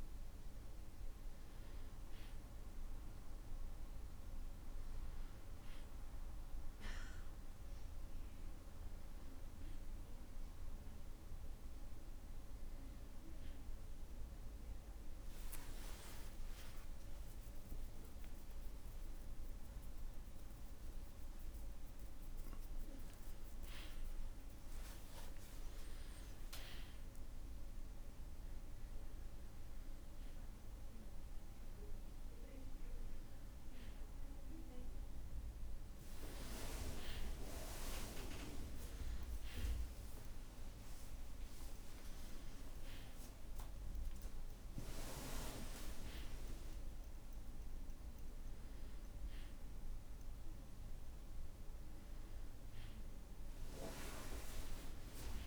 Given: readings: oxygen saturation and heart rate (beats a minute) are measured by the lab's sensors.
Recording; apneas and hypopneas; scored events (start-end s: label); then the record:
breathing in sleep by a room microphone; none
14.00-26.00 s: tachycardia (device-marked, heart rate 65 before, 180 extreme)
17.00-19.00 s: long interval between heartbeats (device-marked, heart rate 63 before, 103 extreme)
22.50-24.50 s: long interval between heartbeats (device-marked, heart rate 81 before, 159 extreme)
24.50-26.50 s: long interval between heartbeats (device-marked, heart rate 90 before, 170 extreme)
From the record:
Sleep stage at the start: N1 (lightest sleep); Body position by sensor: on the back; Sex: male